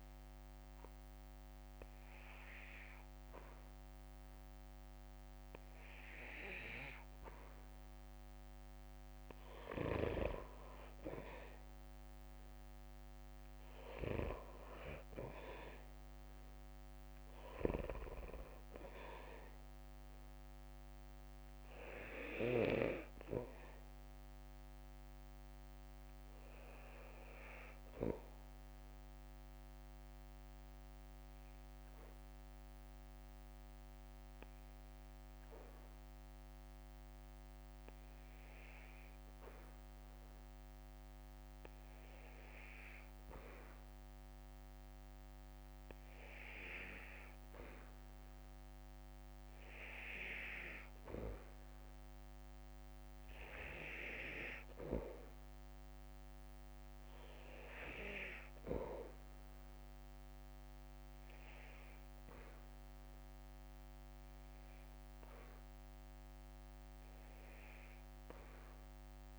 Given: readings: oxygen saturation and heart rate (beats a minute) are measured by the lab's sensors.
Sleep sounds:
breathing in sleep by a microphone on the trachea; 1
0.00-5.00 s: drop in pulse transit time (device-marked, heart rate 48 extreme)
0.00-11.00 s: oxygen desaturation (device-marked, oxygen 91% lowest, heart rate 48 extreme)
0.00-14.00 s: bradycardia (device-marked, heart rate 48 extreme)
10.00-69.39 s: new sleep stage, REM sleep
15.00-23.00 s: drop in pulse transit time (device-marked, heart rate 51 before, 59 extreme)
33.00-69.39 s: bradycardia (device-marked, heart rate 57 before, 51 extreme)
36.00-48.00 s: oxygen desaturation (device-marked, oxygen 92% before, 89% lowest, heart rate 61 before, 51 extreme)
40.50-58.00 s: obstructive apnea (oxygen 92% before, 87% lowest, heart rate 61 before, 51 extreme, up 2 after)
59.00-69.00 s: drop in pulse transit time (device-marked, heart rate 53 before, 53 extreme)
61.00-69.39 s: oxygen desaturation (device-marked, oxygen 97% before, 88% lowest, heart rate 53 before, 53 extreme)
61.50-66.00 s: arousal
From the record:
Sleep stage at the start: N2 (light sleep); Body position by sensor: on the back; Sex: male

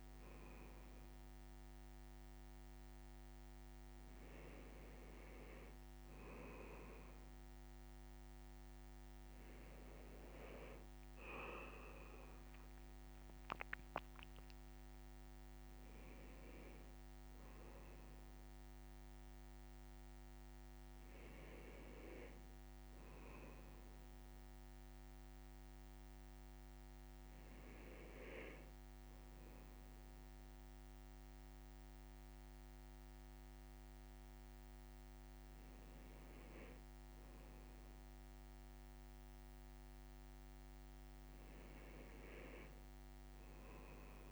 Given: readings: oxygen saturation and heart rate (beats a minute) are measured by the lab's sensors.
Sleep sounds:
a person awake in a sleep study, by a microphone on the trachea; none
none scored
From the record:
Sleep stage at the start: awake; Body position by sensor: on the left side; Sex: male

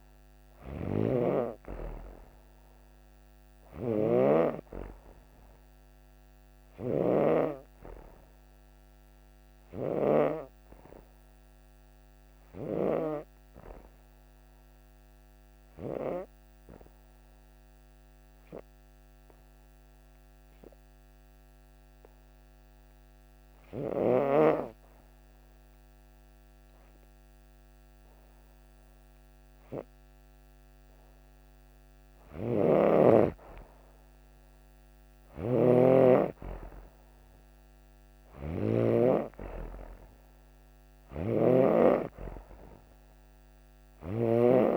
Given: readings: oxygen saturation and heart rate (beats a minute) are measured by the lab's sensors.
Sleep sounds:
breathing in sleep by a microphone on the trachea; 1
0.00-4.00 s: snoring (device-marked)
8.50-28.50 s: hypopnea (oxygen 95% before, 91% lowest)
32.00-38.50 s: snoring (device-marked)
34.50-38.00 s: arousal
40.50-44.00 s: snoring (device-marked)
From the record:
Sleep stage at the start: N2 (light sleep); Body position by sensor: on the back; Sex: female

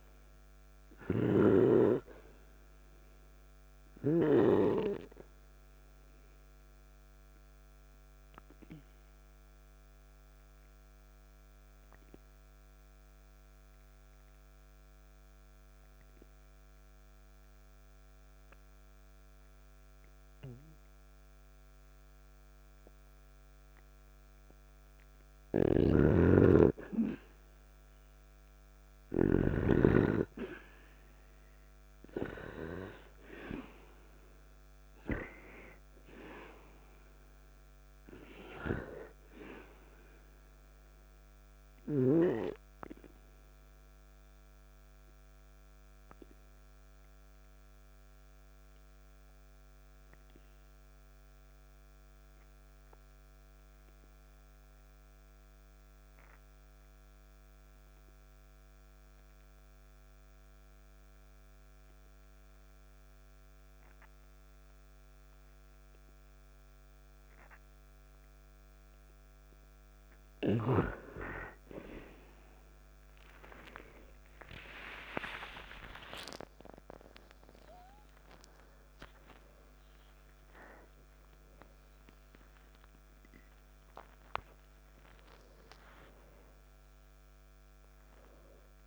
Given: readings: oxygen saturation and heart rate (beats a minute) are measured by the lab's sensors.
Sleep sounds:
breathing in sleep by a microphone on the trachea; 2
0.00-1.50 s: snoring (device-marked)
7.50-25.00 s: obstructive apnea (oxygen 97% before, 89% lowest, heart rate 53 before, 52 extreme, up 1 after)
21.50-31.50 s: oxygen desaturation (device-marked, oxygen 96% before, 91% lowest, heart rate 54 before, 52 extreme)
25.00-29.50 s: snoring (device-marked)
28.00-31.50 s: arousal
43.00-67.50 s: obstructive apnea (oxygen 96% before, 88% lowest, heart rate 54 before, 49 extreme)
55.50-69.50 s: oxygen desaturation (device-marked, oxygen 94% before, 89% lowest, heart rate 55 before, 49 extreme)
73.00-78.00 s: arousal
78.50-88.87 s: oxygen desaturation (device-marked, oxygen 97% before, 88% lowest, heart rate 52 before, 53 extreme)
From the record:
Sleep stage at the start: N2 (light sleep); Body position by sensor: on the back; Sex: male

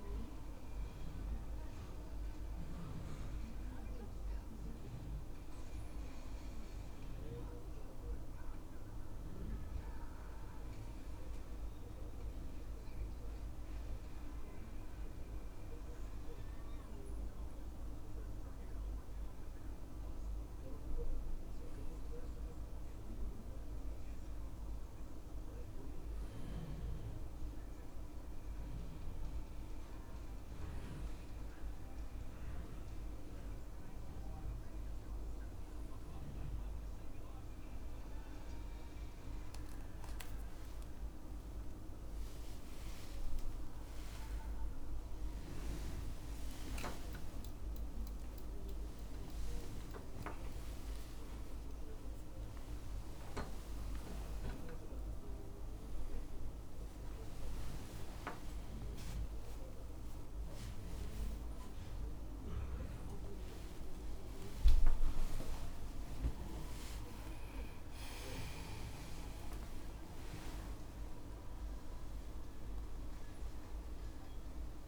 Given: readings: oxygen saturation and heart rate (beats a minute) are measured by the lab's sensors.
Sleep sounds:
a person awake in a sleep study, hard to hear, by a room microphone; none
35.00-74.88 s: new sleep stage, awake
From the record:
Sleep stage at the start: N2 (light sleep); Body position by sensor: on the back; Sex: male

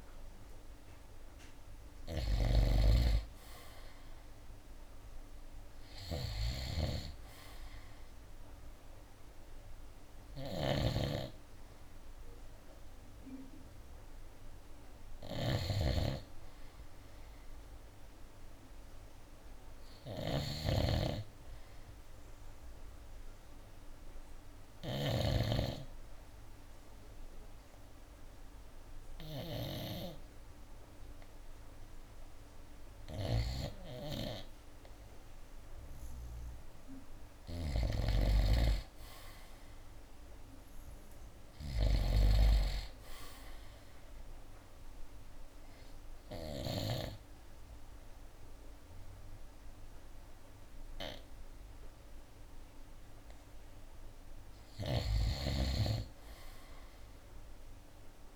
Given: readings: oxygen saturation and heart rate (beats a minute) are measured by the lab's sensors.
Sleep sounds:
breathing in sleep by a room microphone; 1
0.00-2.50 s: snoring (device-marked)
10.50-30.00 s: snoring (device-marked)
25.00-36.50 s: hypopnea (oxygen 96% before, 89% lowest, heart rate 70 before, 65 extreme, up 3 after)
37.50-47.00 s: snoring (device-marked)
39.50-43.00 s: arousal
39.50-58.36 s: new sleep stage, N3 (deep sleep)
41.50-58.36 s: oxygen desaturation (device-marked, oxygen 94% before, 89% lowest, heart rate 69 before, 65 extreme)
55.50-58.36 s: snoring (device-marked)
From the record:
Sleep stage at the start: N2 (light sleep); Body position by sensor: on the right side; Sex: male

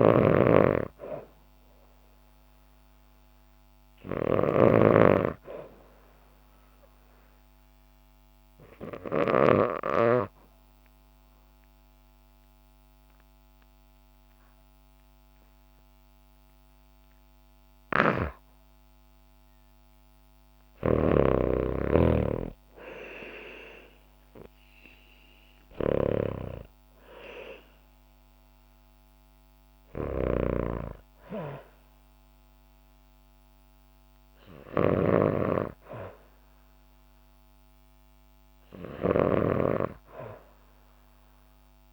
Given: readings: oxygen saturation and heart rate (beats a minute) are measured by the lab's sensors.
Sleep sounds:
breathing in sleep by a microphone on the trachea; 1
0.00-9.50 s: snoring (device-marked)
6.00-18.00 s: hypopnea (oxygen 96% before, 92% lowest, heart rate 61 before, 55 extreme, up 12 after)
20.00-24.00 s: arousal
20.50-39.50 s: snoring (device-marked)
24.00-41.93 s: oxygen desaturation (device-marked, oxygen 96% before, 93% lowest, heart rate 60 before, 55 extreme)
From the record:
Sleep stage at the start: N2 (light sleep); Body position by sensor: on the back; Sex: female

